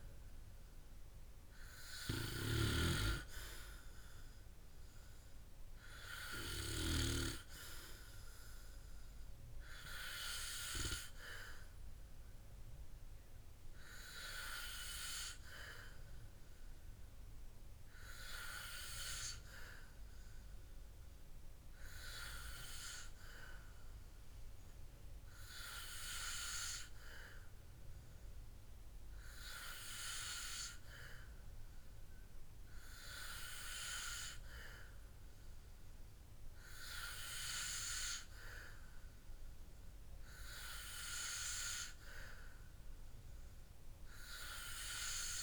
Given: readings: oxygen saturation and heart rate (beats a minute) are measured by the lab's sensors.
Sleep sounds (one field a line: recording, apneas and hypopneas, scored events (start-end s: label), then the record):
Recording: breathing in sleep by a room microphone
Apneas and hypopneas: none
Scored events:
none scored
From the record:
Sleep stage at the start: N2 (light sleep)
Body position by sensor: on the back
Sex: male